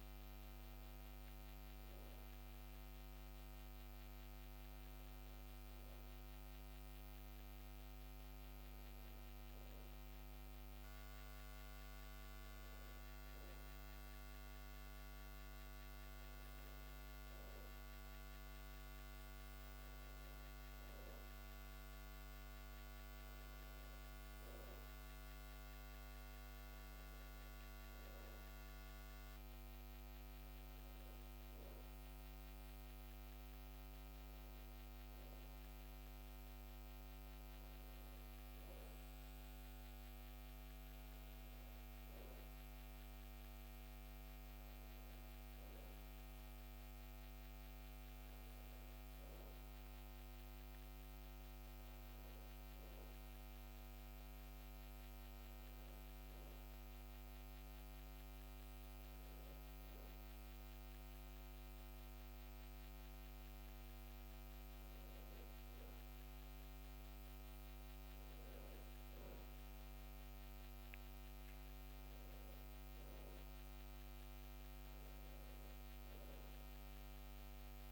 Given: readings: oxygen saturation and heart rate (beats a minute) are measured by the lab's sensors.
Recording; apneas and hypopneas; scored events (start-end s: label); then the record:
breathing in sleep, hard to hear, by a microphone on the trachea; none
0.00-2.00 s: oxygen desaturation (device-marked, oxygen 94% lowest, heart rate 66 extreme)
From the record:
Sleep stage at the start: N2 (light sleep); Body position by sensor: on the back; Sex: male